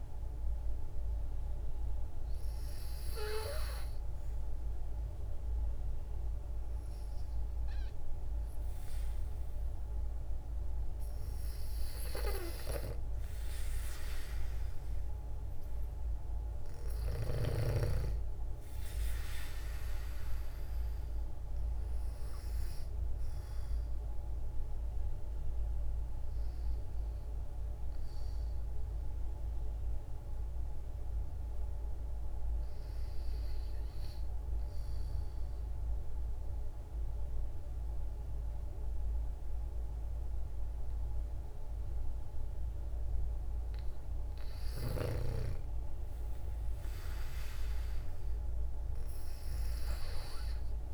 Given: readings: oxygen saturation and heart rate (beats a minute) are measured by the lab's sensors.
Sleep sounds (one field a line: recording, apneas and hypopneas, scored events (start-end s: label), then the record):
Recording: breathing in sleep by a room microphone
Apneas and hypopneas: 1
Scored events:
0.00-16.50 s: oxygen desaturation (device-marked, oxygen 92% lowest, heart rate 55 extreme)
19.00-23.00 s: arousal
26.50-43.00 s: hypopnea (oxygen 94% before, 92% lowest, heart rate 59 before, 55 extreme, up 8 after)
44.50-48.50 s: arousal
From the record:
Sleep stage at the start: N2 (light sleep)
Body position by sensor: on the back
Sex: female